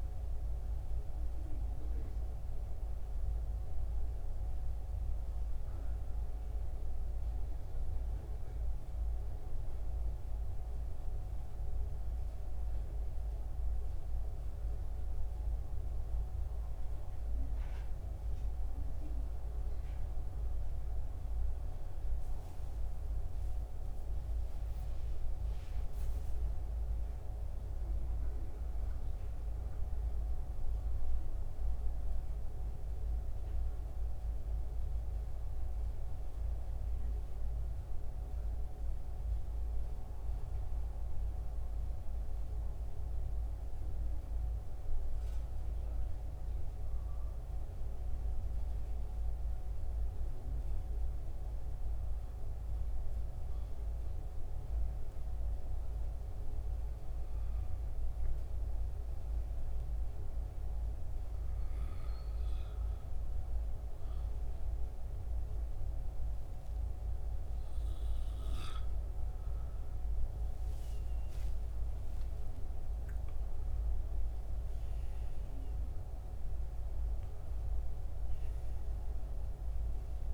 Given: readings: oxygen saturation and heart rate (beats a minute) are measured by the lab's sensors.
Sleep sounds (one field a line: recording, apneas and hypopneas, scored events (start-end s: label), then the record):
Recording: breathing in sleep, hard to hear, by a room microphone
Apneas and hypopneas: 2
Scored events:
0.00-5.50 s: oxygen desaturation (device-marked, oxygen 88% lowest, heart rate 67 extreme)
1.00-14.50 s: hypopnea (oxygen 94% before, 88% lowest, heart rate 75 before, 67 extreme)
17.50-21.50 s: arousal
30.50-32.50 s: oxygen desaturation (device-marked, oxygen 96% before, 94% lowest, heart rate 71 before, 66 extreme)
39.00-67.00 s: hypopnea (oxygen 97% before, 89% lowest, heart rate 72 before, 66 extreme, up 13 after)
70.00-74.00 s: arousal
From the record:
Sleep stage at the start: N2 (light sleep)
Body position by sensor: on the back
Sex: male